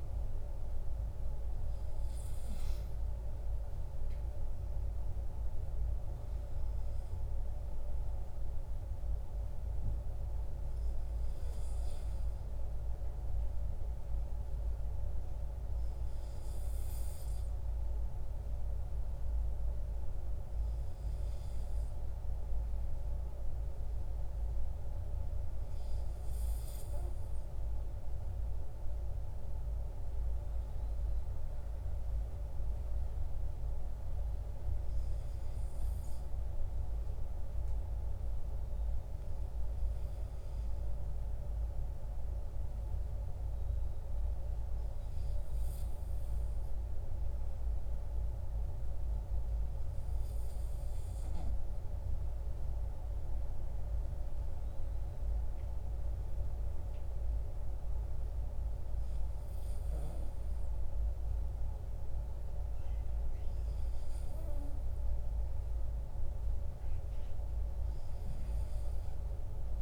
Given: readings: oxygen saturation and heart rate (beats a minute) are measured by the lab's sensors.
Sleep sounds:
breathing in sleep, hard to hear, by a room microphone; 2
15.50-27.50 s: hypopnea (oxygen 97% before, 96% lowest, heart rate 60 before, 49 extreme, up 11 after)
29.00-32.50 s: arousal
41.50-53.00 s: obstructive apnea (oxygen 97% before, 94% lowest, heart rate 58 before, 53 extreme, up 16 after)
56.00-59.50 s: arousal
From the record:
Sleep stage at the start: N2 (light sleep); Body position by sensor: on the back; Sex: male

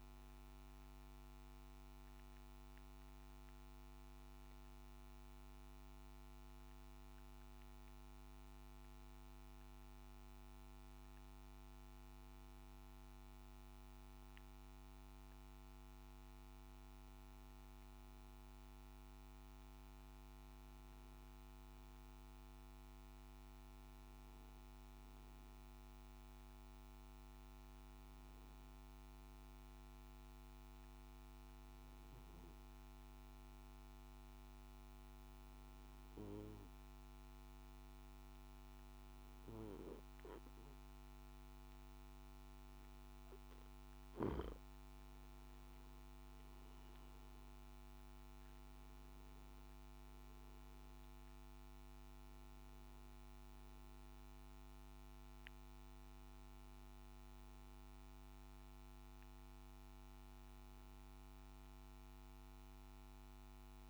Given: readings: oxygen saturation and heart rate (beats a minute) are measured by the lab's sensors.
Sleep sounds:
breathing in sleep, hard to hear, by a microphone on the trachea; 1
2.00-16.00 s: oxygen desaturation (device-marked, oxygen 98% before, 94% lowest, heart rate 58 before, 53 extreme)
31.50-44.50 s: obstructive apnea (oxygen 97% before, 92% lowest, heart rate 55 before, 53 extreme, up 6 after)
51.00-63.90 s: oxygen desaturation (device-marked, oxygen 96% before, 92% lowest, heart rate 55 before, 53 extreme)
From the record:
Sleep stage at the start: N2 (light sleep); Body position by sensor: on the back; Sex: male

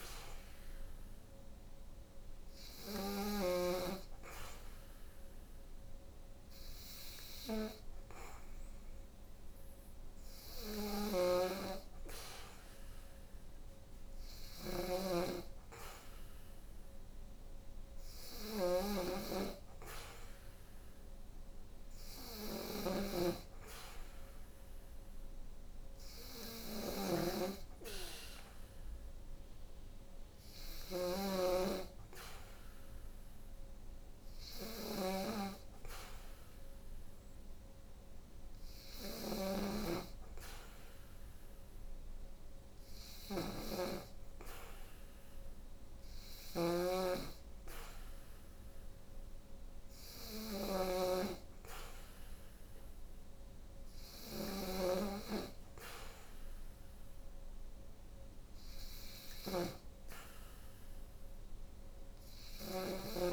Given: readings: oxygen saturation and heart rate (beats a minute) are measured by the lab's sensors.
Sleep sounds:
breathing in sleep by a room microphone; none
0.00-3.00 s: snoring (device-marked)
10.00-63.33 s: snoring (device-marked)
From the record:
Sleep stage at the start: N3 (deep sleep); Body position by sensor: on the back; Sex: female

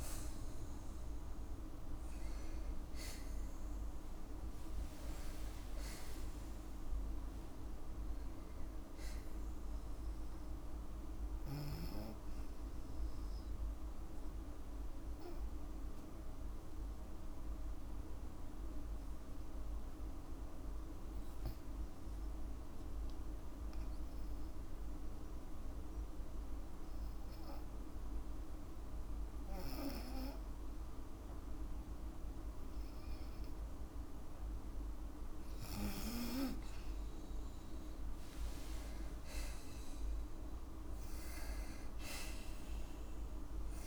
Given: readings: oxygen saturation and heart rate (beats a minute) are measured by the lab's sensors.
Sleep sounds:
breathing in sleep, hard to hear, by a room microphone; 1
5.00-7.00 s: long interval between heartbeats (device-marked, heart rate 62 before, 68 extreme)
5.00-8.00 s: tachycardia (device-marked, heart rate 56 before, 87 extreme)
8.00-10.00 s: long interval between heartbeats (device-marked, heart rate 65 before, 104 extreme)
14.00-33.50 s: obstructive apnea (oxygen 98% before, 92% lowest, heart rate 75 before, 54 extreme, up 4 after)
24.00-36.00 s: oxygen desaturation (device-marked, oxygen 97% before, 92% lowest, heart rate 73 before, 55 extreme)
37.00-41.00 s: arousal
From the record:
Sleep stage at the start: N2 (light sleep); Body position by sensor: on the back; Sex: female

